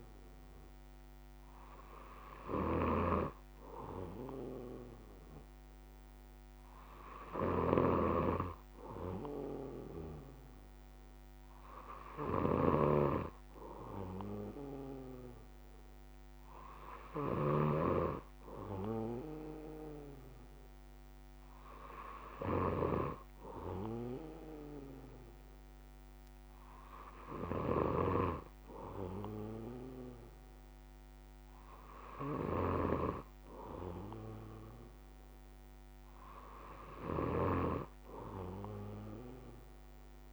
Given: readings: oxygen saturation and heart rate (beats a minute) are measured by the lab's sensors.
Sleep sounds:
breathing in sleep by a microphone on the trachea; none
12.00-40.33 s: new sleep stage, N2 (light sleep)
From the record:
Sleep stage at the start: N1 (lightest sleep); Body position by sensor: on the back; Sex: male

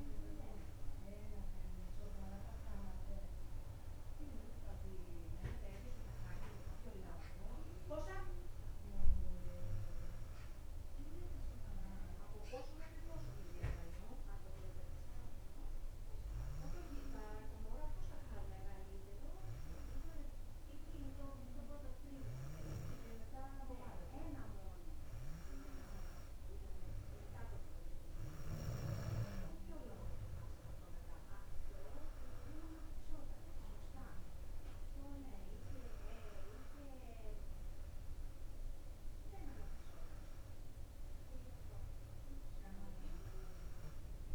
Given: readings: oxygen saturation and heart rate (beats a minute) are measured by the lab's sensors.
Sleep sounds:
breathing in sleep by a room microphone; none
none scored
From the record:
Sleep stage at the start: N2 (light sleep); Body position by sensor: on the back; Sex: female

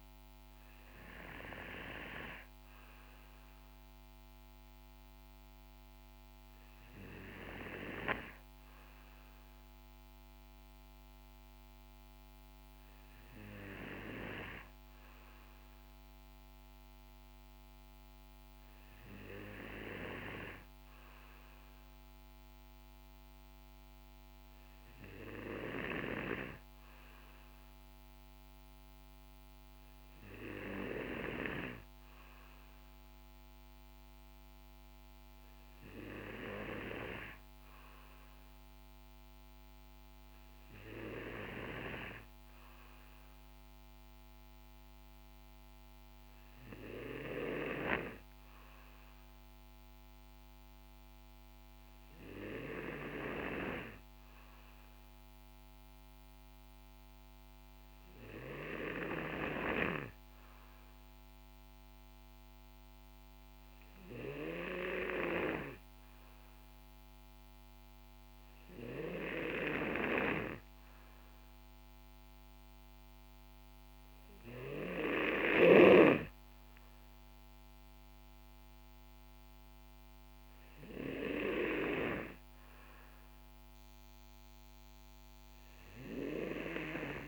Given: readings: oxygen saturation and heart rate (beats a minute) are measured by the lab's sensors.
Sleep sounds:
breathing in sleep by a microphone on the trachea; none
none scored
From the record:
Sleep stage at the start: N2 (light sleep); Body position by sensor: on the back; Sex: male

